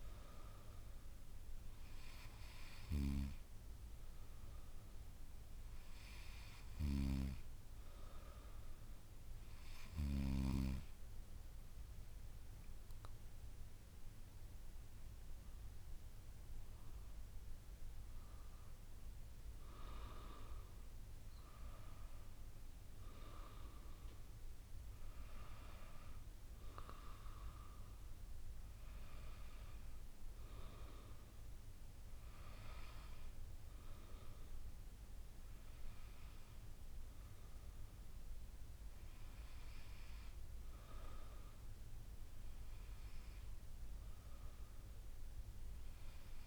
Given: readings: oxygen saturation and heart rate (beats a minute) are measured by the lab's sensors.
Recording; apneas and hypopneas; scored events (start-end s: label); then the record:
breathing in sleep by a room microphone; none
none scored
From the record:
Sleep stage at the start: N2 (light sleep); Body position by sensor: on the back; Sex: female